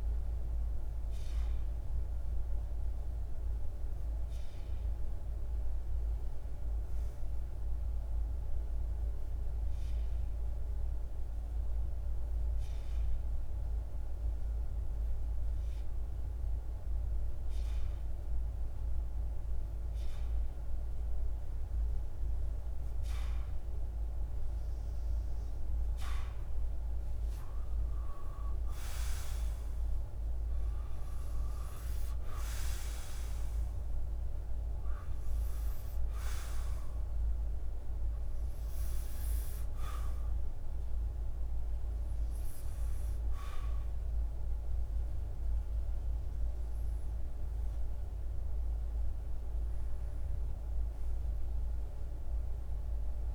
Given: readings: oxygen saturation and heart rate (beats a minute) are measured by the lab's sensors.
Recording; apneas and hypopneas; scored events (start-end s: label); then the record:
breathing in sleep, hard to hear, by a room microphone; none
none scored
From the record:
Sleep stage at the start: REM sleep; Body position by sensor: on the back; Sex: male